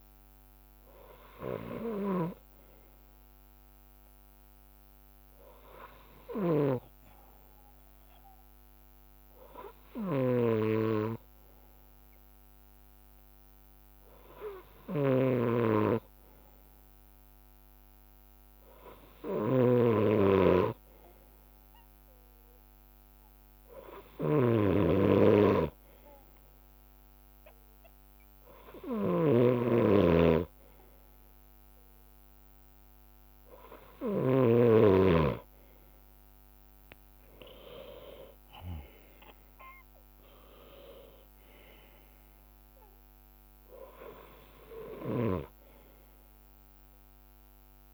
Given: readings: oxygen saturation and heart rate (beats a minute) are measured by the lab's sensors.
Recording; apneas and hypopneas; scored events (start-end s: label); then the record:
breathing in sleep by a microphone on the trachea; none
0.00-37.00 s: bradycardia (device-marked, heart rate 54 extreme)
3.50-13.00 s: leg movement (device-marked)
8.00-19.00 s: drop in pulse transit time (device-marked, heart rate 58 before, 54 extreme)
17.00-26.00 s: leg movement (device-marked)
29.00-34.50 s: snoring (device-marked)
36.00-42.00 s: leg movement (device-marked)
44.00-47.94 s: bradycardia (device-marked, heart rate 59 before, 52 extreme)
From the record:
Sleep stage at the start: N2 (light sleep); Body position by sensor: on the back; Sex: male